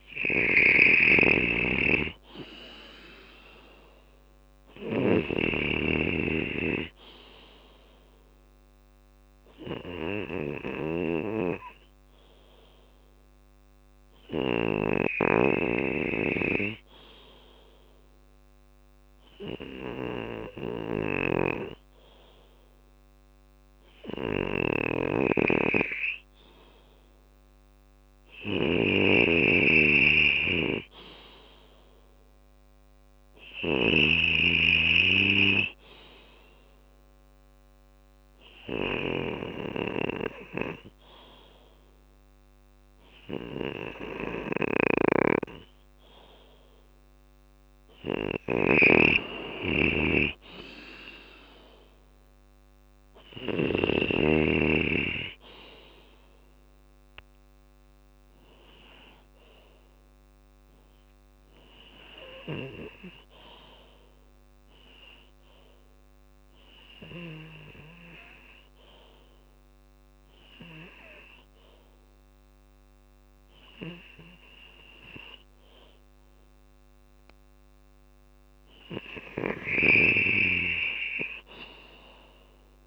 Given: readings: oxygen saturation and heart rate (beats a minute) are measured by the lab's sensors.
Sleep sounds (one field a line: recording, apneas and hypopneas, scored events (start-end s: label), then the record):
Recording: breathing in sleep by a microphone on the trachea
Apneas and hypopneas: 3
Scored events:
0.00-14.00 s: snoring (device-marked)
0.00-25.00 s: oxygen desaturation (device-marked, oxygen 93% lowest, heart rate 63 extreme)
9.50-27.00 s: obstructive apnea (oxygen 97% before, 93% lowest, heart rate 65 before, 63 extreme, up 3 after)
20.00-33.00 s: snoring (device-marked)
29.50-33.00 s: arousal
38.00-49.00 s: mixed apnea (oxygen 96% before, 93% lowest, heart rate 66 before, 60 extreme, up 6 after)
44.00-53.00 s: snoring (device-marked)
52.00-55.00 s: arousal
55.00-68.00 s: drop in pulse transit time (device-marked, heart rate 66 before, 60 extreme)
63.00-76.50 s: obstructive apnea (oxygen 97% before, 92% lowest, heart rate 65 before, 62 extreme, up 4 after)
78.50-82.87 s: snoring (device-marked)
79.50-82.00 s: arousal
From the record:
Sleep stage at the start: N2 (light sleep)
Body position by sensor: on the left side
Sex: male